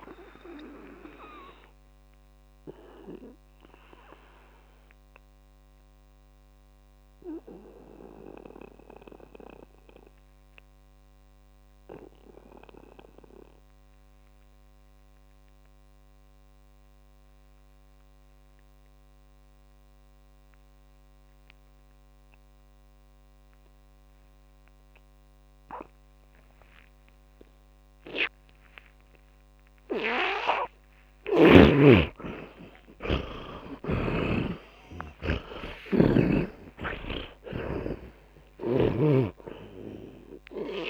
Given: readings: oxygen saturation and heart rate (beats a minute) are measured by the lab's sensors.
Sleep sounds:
breathing in sleep by a microphone on the trachea; 1
0.00-18.00 s: oxygen desaturation (device-marked, oxygen 78% lowest)
1.50-31.00 s: mixed apnea (oxygen 100% before, 77% lowest)
25.00-40.90 s: oxygen desaturation (device-marked, oxygen 100% before, 77% lowest)
32.00-39.00 s: arousal
39.00-40.90 s: snoring (device-marked)
From the record:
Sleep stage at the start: N2 (light sleep); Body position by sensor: on the back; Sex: male

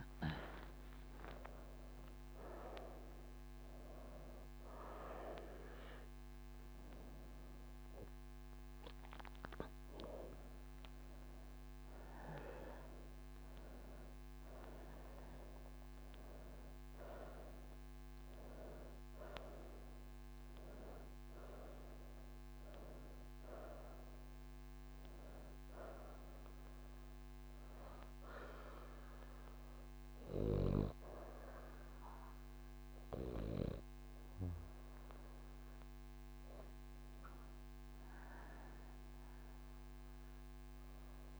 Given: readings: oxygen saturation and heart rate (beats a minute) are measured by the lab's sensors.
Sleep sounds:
breathing in sleep by a microphone on the trachea; none
0.00-41.40 s: oxygen desaturation (device-marked, oxygen 87% lowest)
From the record:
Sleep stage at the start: N2 (light sleep); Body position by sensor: on the right side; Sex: female

